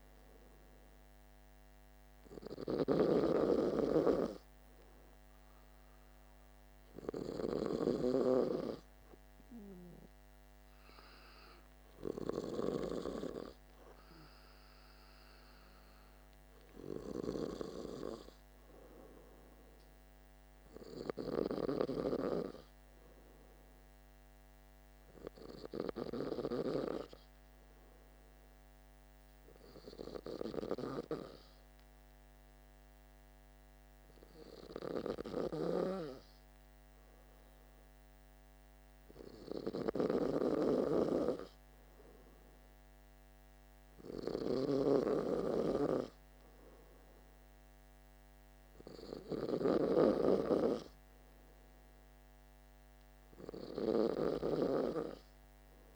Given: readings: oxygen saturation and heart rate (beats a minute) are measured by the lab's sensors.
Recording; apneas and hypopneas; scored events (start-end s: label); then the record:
breathing in sleep by a microphone on the trachea; none
0.00-8.00 s: snoring (device-marked)
44.00-50.00 s: snoring (device-marked)
From the record:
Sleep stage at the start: N2 (light sleep); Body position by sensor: on the back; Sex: male